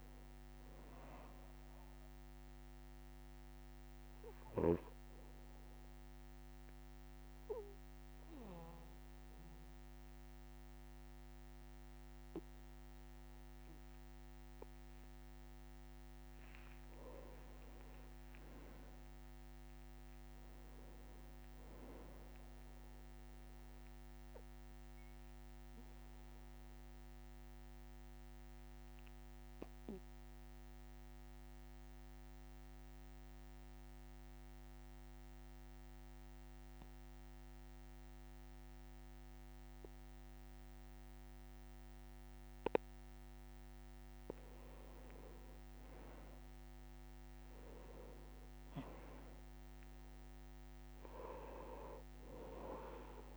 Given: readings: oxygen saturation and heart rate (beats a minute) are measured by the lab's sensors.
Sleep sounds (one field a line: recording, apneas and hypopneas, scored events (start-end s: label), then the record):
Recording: breathing in sleep by a microphone on the trachea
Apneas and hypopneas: 2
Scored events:
0.50-53.37 s: new sleep stage, N2 (light sleep)
2.00-15.50 s: obstructive apnea (oxygen 99% before, 92% lowest, heart rate 63 before, 60 extreme, up 2 after)
17.50-21.00 s: arousal
23.50-42.00 s: obstructive apnea (oxygen 97% before, 92% lowest, heart rate 63 before, 59 extreme, up 4 after)
45.50-49.50 s: arousal
46.50-53.37 s: oxygen desaturation (device-marked, oxygen 97% before, 92% lowest, heart rate 61 before, 59 extreme)
From the record:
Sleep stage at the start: N1 (lightest sleep)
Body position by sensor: on the back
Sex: male